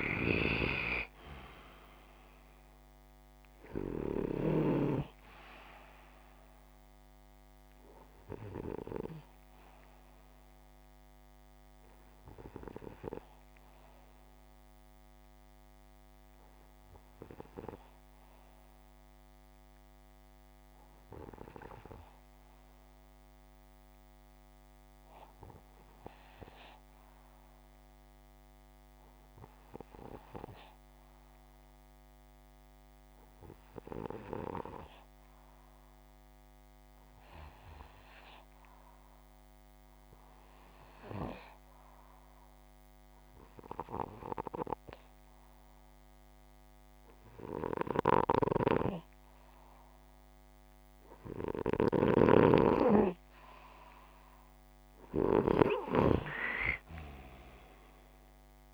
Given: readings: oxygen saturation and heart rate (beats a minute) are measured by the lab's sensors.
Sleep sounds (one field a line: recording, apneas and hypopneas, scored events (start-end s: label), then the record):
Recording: breathing in sleep by a microphone on the trachea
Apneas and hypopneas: 1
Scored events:
13.50-46.50 s: hypopnea (oxygen 98% before, 92% lowest, heart rate 60 before, 55 extreme, up 5 after)
23.50-38.50 s: oxygen desaturation (device-marked, oxygen 98% before, 92% lowest, heart rate 57 before, 55 extreme)
47.50-55.50 s: snoring (device-marked)
48.00-52.50 s: arousal
From the record:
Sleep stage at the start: N2 (light sleep)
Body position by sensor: upright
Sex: male